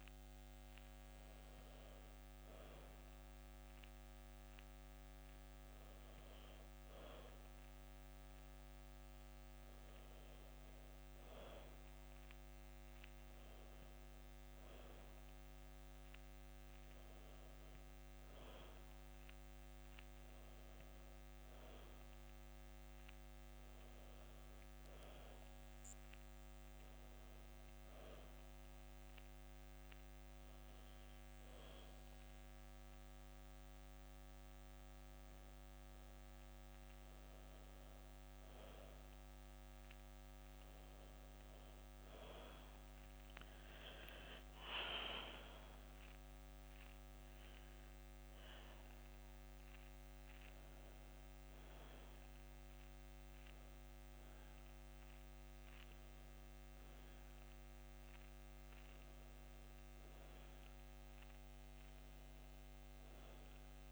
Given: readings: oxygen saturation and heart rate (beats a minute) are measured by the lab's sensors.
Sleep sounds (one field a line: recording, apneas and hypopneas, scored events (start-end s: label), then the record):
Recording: breathing in sleep, hard to hear, by a microphone on the trachea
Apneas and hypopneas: none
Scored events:
60.50-63.91 s: new sleep stage, N2 (light sleep)
From the record:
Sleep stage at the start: N1 (lightest sleep)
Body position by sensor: on the back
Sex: female